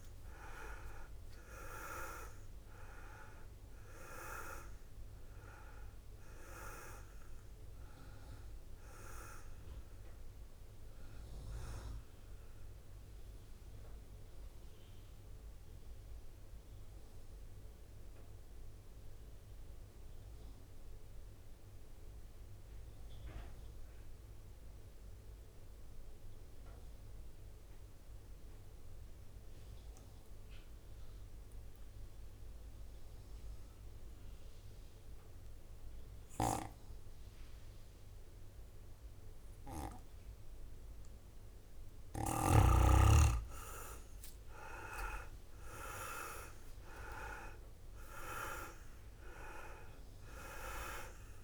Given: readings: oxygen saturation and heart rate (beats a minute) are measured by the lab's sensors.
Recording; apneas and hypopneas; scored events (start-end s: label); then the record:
breathing in sleep by a room microphone; 1
0.00-12.50 s: drop in pulse transit time (device-marked, heart rate 60 extreme)
0.00-28.50 s: oxygen desaturation (device-marked, oxygen 92% lowest, heart rate 56 extreme)
12.00-39.00 s: mixed apnea (oxygen 100% before, 90% lowest, heart rate 62 before, 55 extreme, up 8 after)
41.50-46.00 s: arousal
44.50-46.50 s: leg movement (device-marked)
44.50-51.44 s: drop in pulse transit time (device-marked, heart rate 57 before, 57 extreme)
47.50-51.44 s: oxygen desaturation (device-marked, oxygen 98% before, 90% lowest, heart rate 58 before, 53 extreme)
From the record:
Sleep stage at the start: N2 (light sleep); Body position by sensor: on the back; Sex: male